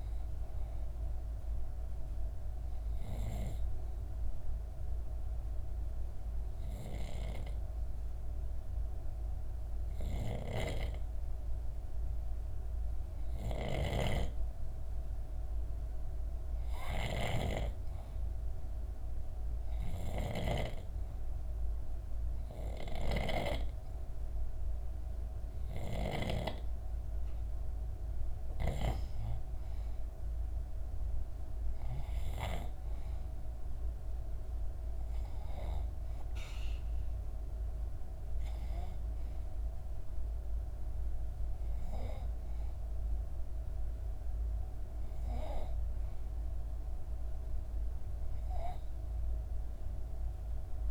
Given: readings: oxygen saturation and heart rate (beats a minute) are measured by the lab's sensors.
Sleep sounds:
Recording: breathing in sleep by a room microphone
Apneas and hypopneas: 1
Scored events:
1.00-12.00 s: obstructive apnea (oxygen 95% before, 91% lowest, heart rate 65 before, 66 extreme, up 0 after)
14.00-33.00 s: oxygen desaturation (device-marked, oxygen 94% before, 91% lowest, heart rate 66 before, 65 extreme)
14.50-18.50 s: arousal
From the record:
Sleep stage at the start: N2 (light sleep)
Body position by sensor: on the back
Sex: female

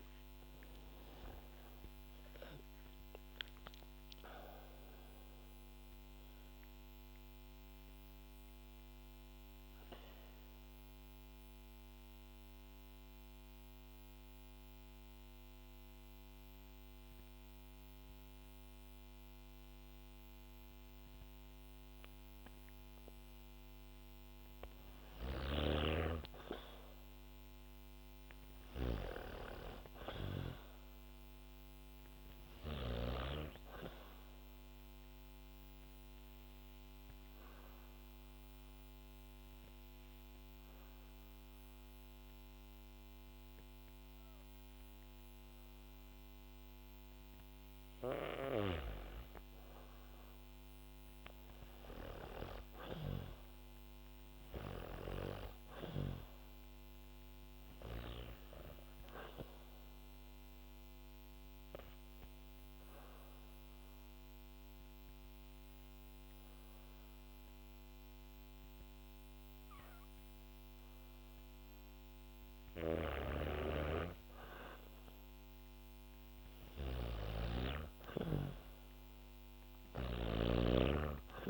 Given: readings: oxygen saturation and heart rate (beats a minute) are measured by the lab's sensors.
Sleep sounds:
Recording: breathing in sleep by a microphone on the trachea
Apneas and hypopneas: 3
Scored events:
0.00-2.00 s: arousal
0.00-20.00 s: oxygen desaturation (device-marked, oxygen 92% lowest, heart rate 57 extreme)
8.00-13.00 s: bradycardia (device-marked, heart rate 66 before, 57 extreme)
10.00-24.00 s: mixed apnea (oxygen 97% before, 92% lowest, heart rate 67 before, 57 extreme, up 2 after)
20.00-26.00 s: bradycardia (device-marked, heart rate 66 before, 59 extreme)
26.50-30.50 s: arousal
31.00-46.00 s: oxygen desaturation (device-marked, oxygen 99% before, 95% lowest, heart rate 59 before, 61 extreme)
37.50-49.50 s: obstructive apnea (oxygen 99% before, 94% lowest, heart rate 61 before, 61 extreme, up 2 after)
51.00-55.00 s: arousal
60.00-73.00 s: hypopnea (oxygen 98% before, 93% lowest, heart rate 62 before, 61 extreme, up 5 after)
75.50-79.50 s: arousal
79.00-81.50 s: oxygen desaturation (device-marked, oxygen 97% before, 94% lowest, heart rate 62 before, 61 extreme)
From the record:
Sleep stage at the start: N2 (light sleep)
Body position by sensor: on the back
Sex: female

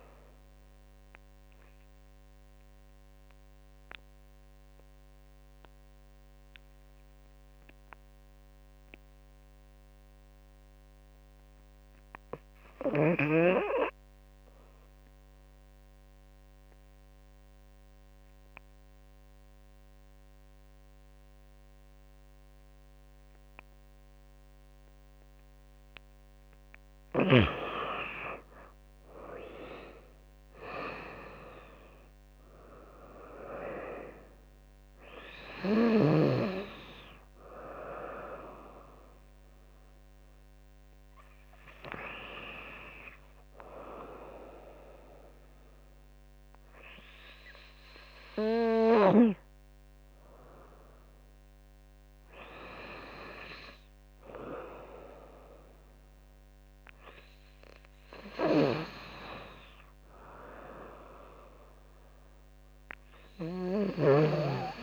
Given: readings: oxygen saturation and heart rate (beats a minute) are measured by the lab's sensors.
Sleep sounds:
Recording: breathing in sleep by a microphone on the trachea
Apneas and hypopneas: 1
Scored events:
0.00-12.50 s: oxygen desaturation (device-marked, oxygen 93% lowest, heart rate 77 extreme)
1.50-26.50 s: obstructive apnea (oxygen 97% before, 88% lowest, heart rate 83 before, 77 extreme, up 15 after)
14.50-32.50 s: oxygen desaturation (device-marked, oxygen 98% before, 93% lowest, heart rate 82 before, 77 extreme)
19.50-23.50 s: drop in pulse transit time (device-marked, heart rate 80 before, 77 extreme)
27.50-41.50 s: drop in pulse transit time (device-marked, heart rate 79 before, 80 extreme)
28.50-32.50 s: arousal
34.50-51.50 s: oxygen desaturation (device-marked, oxygen 94% before, 88% lowest, heart rate 82 before, 78 extreme)
58.00-64.83 s: snoring (device-marked)
From the record:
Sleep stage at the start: N2 (light sleep)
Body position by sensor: on the back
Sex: female

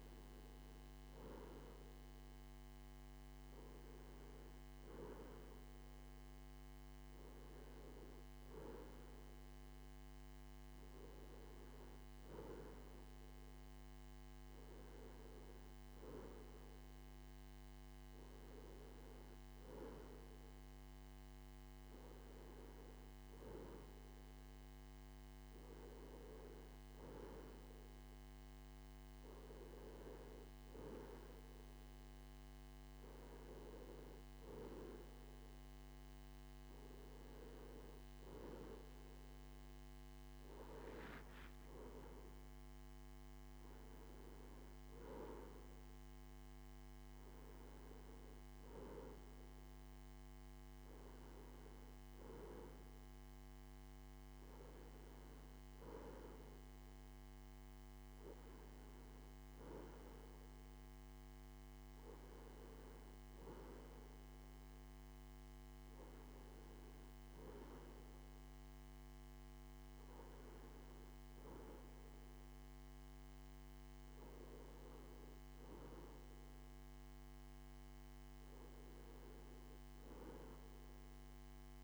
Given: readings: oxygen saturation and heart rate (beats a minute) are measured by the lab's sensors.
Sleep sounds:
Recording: breathing in sleep by a microphone on the trachea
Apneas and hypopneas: none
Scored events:
none scored
From the record:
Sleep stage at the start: N1 (lightest sleep)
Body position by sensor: on the left side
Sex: male

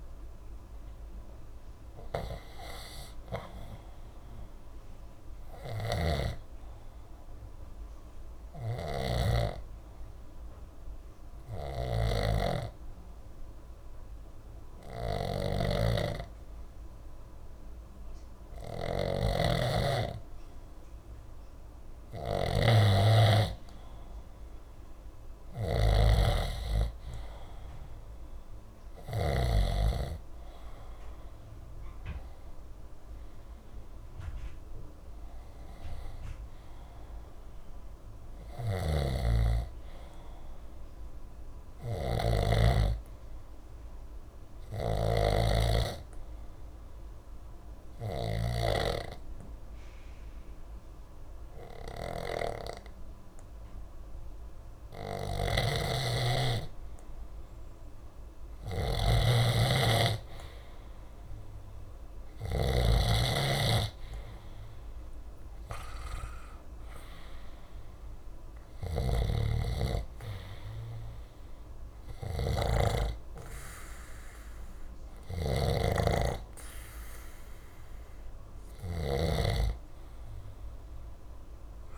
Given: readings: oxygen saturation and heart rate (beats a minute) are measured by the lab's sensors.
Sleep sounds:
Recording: breathing in sleep by a room microphone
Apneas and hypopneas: 2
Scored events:
5.50-29.50 s: snoring (device-marked)
6.50-18.50 s: oxygen desaturation (device-marked, oxygen 92% before, 89% lowest, heart rate 63 before, 60 extreme)
7.50-20.50 s: obstructive apnea (oxygen 96% before, 88% lowest, heart rate 63 before, 60 extreme, up 1 after)
25.50-30.00 s: arousal
32.50-51.50 s: oxygen desaturation (device-marked, oxygen 96% before, 90% lowest, heart rate 61 before, 61 extreme)
38.50-63.00 s: snoring (device-marked)
43.50-57.50 s: hypopnea (oxygen 96% before, 88% lowest, heart rate 61 before, 62 extreme, up 0 after)
59.00-63.00 s: arousal
66.50-81.98 s: oxygen desaturation (device-marked, oxygen 94% before, 88% lowest, heart rate 62 before, 61 extreme)
69.00-79.50 s: snoring (device-marked)
From the record:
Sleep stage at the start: N2 (light sleep)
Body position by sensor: on the back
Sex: male

